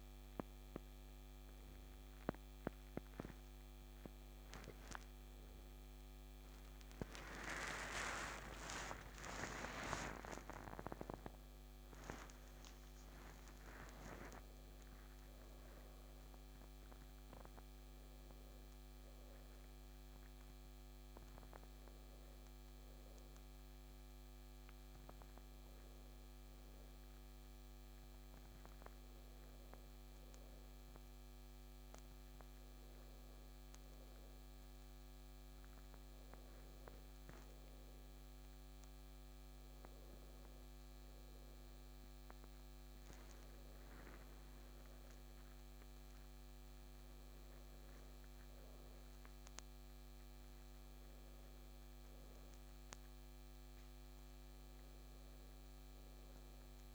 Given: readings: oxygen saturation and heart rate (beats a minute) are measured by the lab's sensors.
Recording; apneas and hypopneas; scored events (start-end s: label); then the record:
a person awake in a sleep study, by a microphone on the trachea; none
31.50-56.95 s: new sleep stage, N1 (lightest sleep)
From the record:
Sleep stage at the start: awake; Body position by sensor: on the back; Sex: male